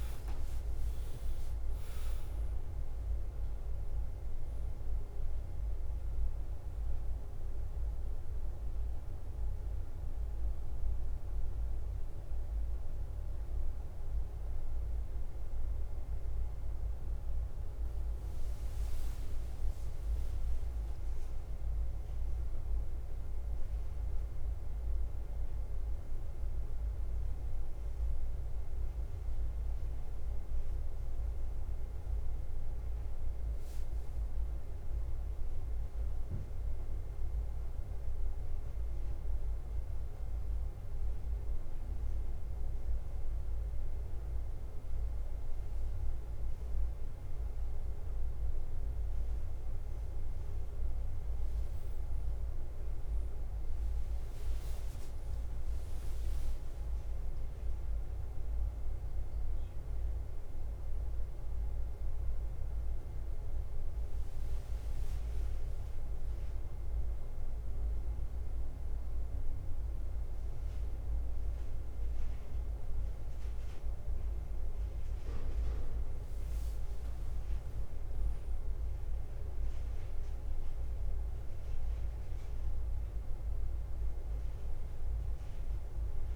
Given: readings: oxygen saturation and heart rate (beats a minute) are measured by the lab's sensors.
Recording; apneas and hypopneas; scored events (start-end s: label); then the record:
breathing in sleep, hard to hear, by a room microphone; 1
1.50-3.50 s: long interval between heartbeats (device-marked, heart rate 54 before, 68 extreme)
4.50-86.35 s: bradycardia (device-marked, heart rate 54 before, 48 extreme)
11.50-71.50 s: new sleep stage, N1 (lightest sleep)
20.00-24.00 s: arousal
27.00-40.00 s: obstructive apnea (oxygen 99% before, 97% lowest, heart rate 54 before, 53 extreme, up 1 after)
50.50-55.50 s: arousal
71.50-86.35 s: new sleep stage, N2 (light sleep)
82.00-86.00 s: arousal
From the record:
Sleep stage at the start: N2 (light sleep); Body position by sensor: on the back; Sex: male